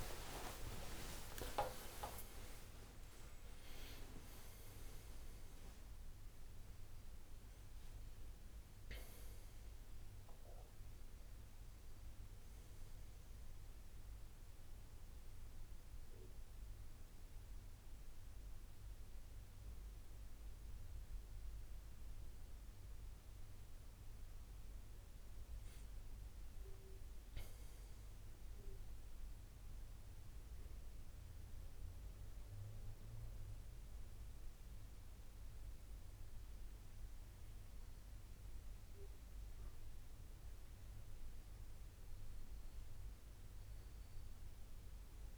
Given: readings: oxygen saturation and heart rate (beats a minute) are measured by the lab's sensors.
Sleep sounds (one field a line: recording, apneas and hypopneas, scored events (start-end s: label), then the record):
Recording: a person partly awake in a sleep study, by a room microphone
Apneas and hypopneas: none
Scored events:
22.00-45.38 s: new sleep stage, N1 (lightest sleep)
36.00-40.00 s: oxygen desaturation (device-marked, oxygen 98% before, 96% lowest, heart rate 85 before, 83 extreme)
From the record:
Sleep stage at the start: awake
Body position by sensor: on the right side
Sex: male